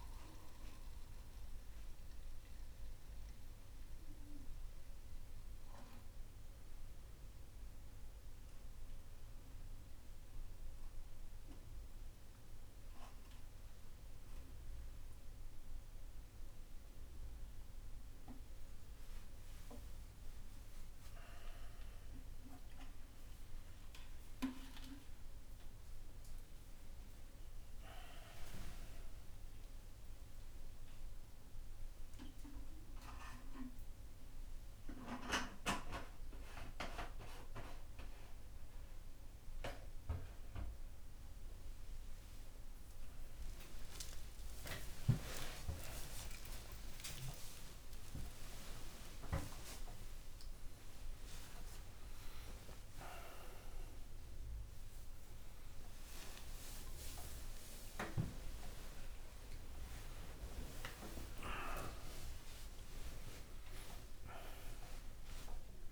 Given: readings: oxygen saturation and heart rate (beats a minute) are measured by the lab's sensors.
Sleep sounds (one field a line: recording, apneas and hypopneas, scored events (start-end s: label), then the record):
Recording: a person awake in a sleep study, by a room microphone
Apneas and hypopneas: none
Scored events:
24.50-28.00 s: snoring (device-marked)
41.50-46.00 s: snoring (device-marked)
From the record:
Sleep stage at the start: awake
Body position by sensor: upright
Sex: male